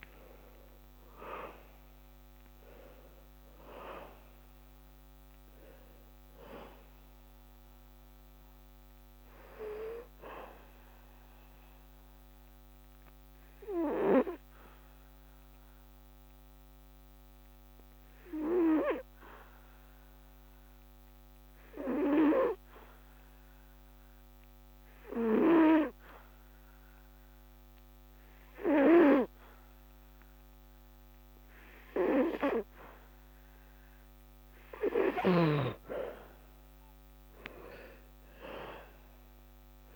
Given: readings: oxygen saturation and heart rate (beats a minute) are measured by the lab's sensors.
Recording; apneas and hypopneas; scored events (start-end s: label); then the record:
breathing in sleep by a microphone on the trachea; 1
0.00-27.50 s: oxygen desaturation (device-marked, oxygen 70% lowest, heart rate 67 extreme)
9.00-34.50 s: hypopnea (oxygen 92% before, 70% lowest, heart rate 77 before, 68 extreme, up 12 after)
37.00-39.96 s: arousal
From the record:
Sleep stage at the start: N2 (light sleep); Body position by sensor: on the back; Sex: male